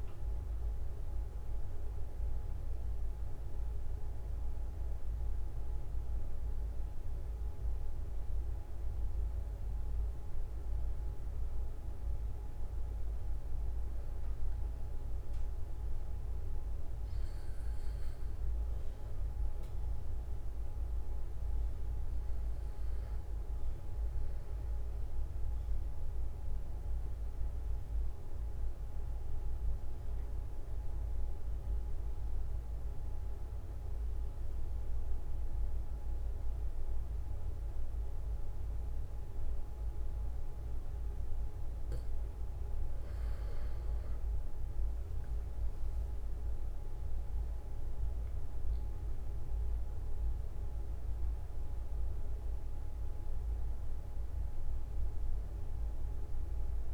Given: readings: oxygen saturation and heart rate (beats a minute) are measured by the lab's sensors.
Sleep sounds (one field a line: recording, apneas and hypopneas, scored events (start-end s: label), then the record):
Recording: breathing in sleep, hard to hear, by a room microphone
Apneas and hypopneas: 1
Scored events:
0.00-1.00 s: arousal
0.00-25.00 s: oxygen desaturation (device-marked, oxygen 91% lowest, heart rate 45 extreme)
25.50-42.50 s: obstructive apnea (oxygen 96% before, 92% lowest, heart rate 46 before, 44 extreme, up 4 after)
44.50-50.50 s: arousal
From the record:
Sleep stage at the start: N2 (light sleep)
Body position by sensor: on the back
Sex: male